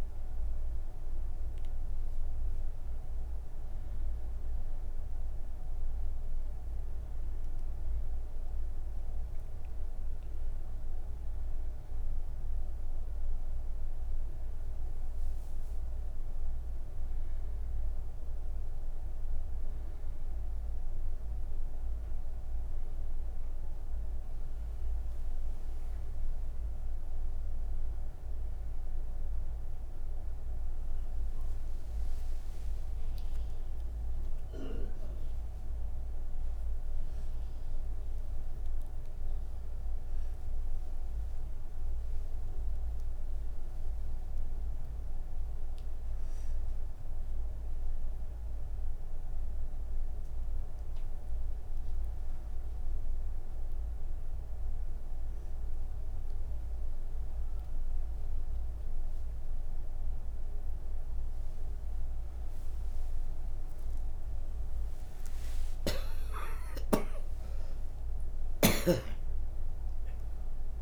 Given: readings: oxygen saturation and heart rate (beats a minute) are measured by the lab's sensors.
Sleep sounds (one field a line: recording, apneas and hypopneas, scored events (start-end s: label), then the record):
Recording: breathing in sleep, hard to hear, by a room microphone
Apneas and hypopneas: none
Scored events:
16.50-70.82 s: new sleep stage, N2 (light sleep)
From the record:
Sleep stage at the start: N3 (deep sleep)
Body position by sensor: on the right side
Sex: female